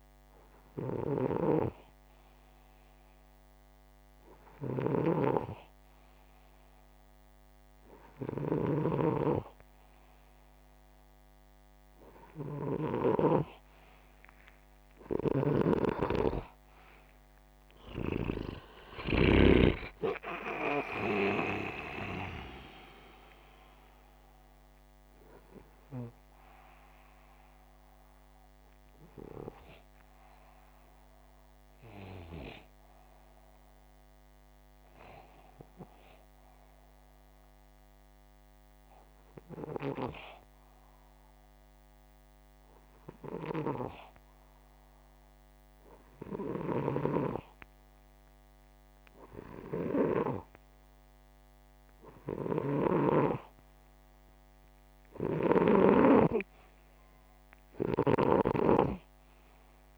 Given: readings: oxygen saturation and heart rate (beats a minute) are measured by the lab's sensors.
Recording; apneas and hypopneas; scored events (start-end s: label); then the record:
breathing in sleep by a microphone on the trachea; 1
0.00-19.00 s: snoring (device-marked)
13.50-19.00 s: arousal
28.00-44.00 s: hypopnea (oxygen 97% before, 92% lowest, heart rate 69 before, 63 extreme, up 2 after)
45.00-49.00 s: arousal
46.00-55.50 s: snoring (device-marked)
53.50-59.98 s: oxygen desaturation (device-marked, oxygen 98% before, 94% lowest, heart rate 64 before, 63 extreme)
From the record:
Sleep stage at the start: N2 (light sleep); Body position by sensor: upright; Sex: male